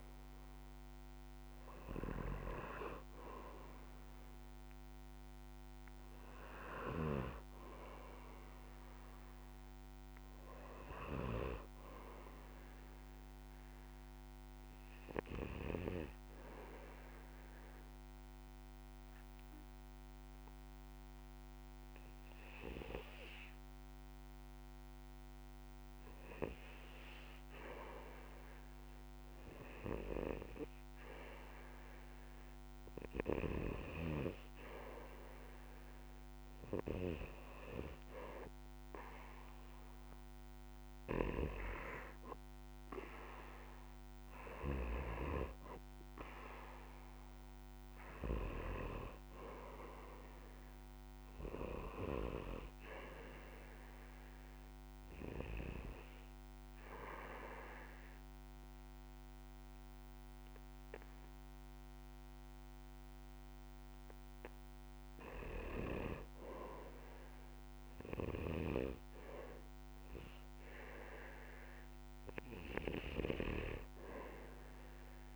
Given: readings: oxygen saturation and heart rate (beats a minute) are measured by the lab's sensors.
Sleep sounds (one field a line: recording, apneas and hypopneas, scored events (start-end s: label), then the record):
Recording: breathing in sleep by a microphone on the trachea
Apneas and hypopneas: 2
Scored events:
0.00-16.50 s: oxygen desaturation (device-marked, oxygen 79% lowest, heart rate 59 extreme)
16.00-28.00 s: hypopnea (oxygen 95% before, 92% lowest, heart rate 66 before, 61 extreme)
33.00-37.00 s: arousal
36.50-54.50 s: oxygen desaturation (device-marked, oxygen 97% before, 93% lowest, heart rate 63 before, 57 extreme)
56.50-66.50 s: obstructive apnea (oxygen 97% before, 88% lowest, heart rate 62 before, 53 extreme, up 5 after)
68.00-73.50 s: snoring (device-marked)
68.50-71.00 s: arousal
From the record:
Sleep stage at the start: REM sleep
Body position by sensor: on the back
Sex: male